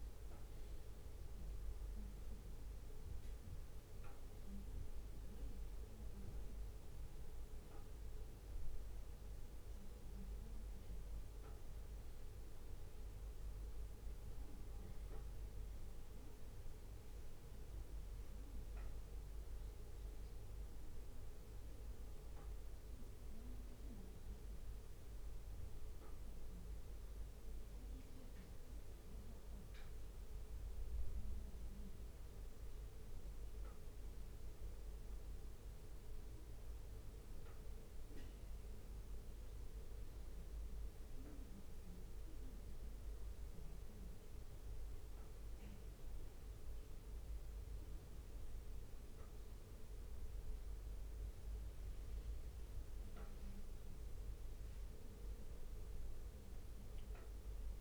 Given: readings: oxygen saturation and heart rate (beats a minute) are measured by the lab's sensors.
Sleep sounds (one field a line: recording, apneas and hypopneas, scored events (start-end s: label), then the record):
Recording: a person awake in a sleep study, hard to hear, by a room microphone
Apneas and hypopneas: none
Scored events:
41.00-44.00 s: bradycardia (device-marked, heart rate 64 before, 59 extreme)
From the record:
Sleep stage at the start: awake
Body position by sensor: on the back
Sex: male